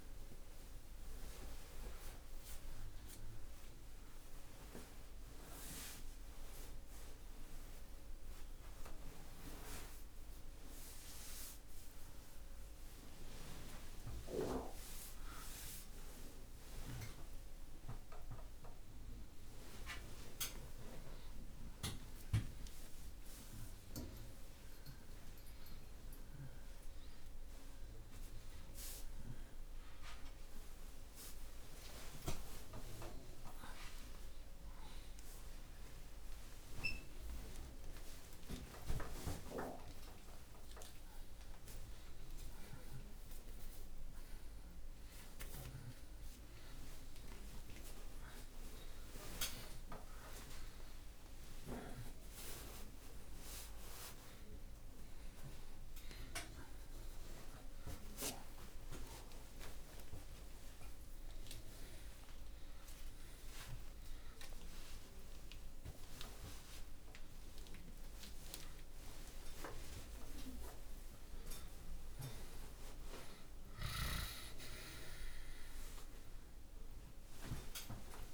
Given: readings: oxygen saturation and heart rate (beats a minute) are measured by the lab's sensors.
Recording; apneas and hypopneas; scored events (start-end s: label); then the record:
a person awake in a sleep study, by a room microphone; none
39.00-51.00 s: oxygen desaturation (device-marked, oxygen 94% before, 89% lowest)
From the record:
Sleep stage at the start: awake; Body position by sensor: on the back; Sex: male